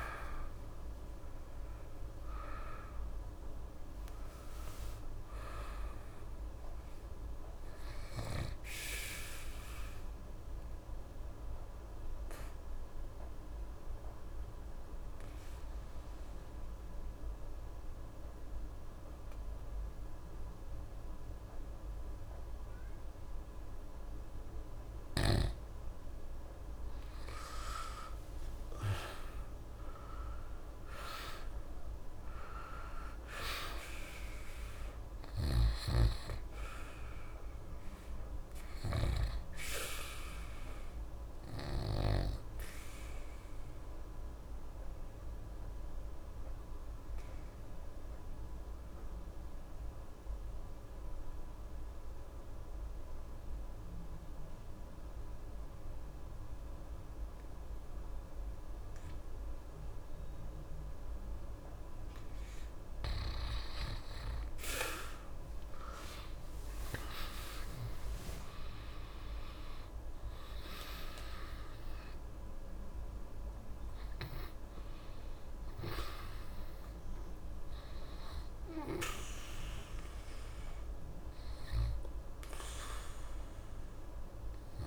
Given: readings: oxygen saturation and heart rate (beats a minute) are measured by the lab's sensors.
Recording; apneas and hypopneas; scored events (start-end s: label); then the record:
breathing in sleep by a room microphone; 2
0.00-21.50 s: oxygen desaturation (device-marked, oxygen 90% lowest, heart rate 84 extreme)
9.00-24.50 s: obstructive apnea (oxygen 97% before, 87% lowest, heart rate 126 before, 89 extreme, up 43 after)
28.00-32.00 s: arousal
32.50-49.50 s: oxygen desaturation (device-marked, oxygen 96% before, 90% lowest, heart rate 162 before, 89 extreme)
41.50-61.00 s: obstructive apnea (oxygen 96% before, 87% lowest)
61.50-84.87 s: oxygen desaturation (device-marked, oxygen 96% before, 87% lowest)
66.00-70.00 s: arousal
From the record:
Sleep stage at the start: N2 (light sleep); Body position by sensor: on the right side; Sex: male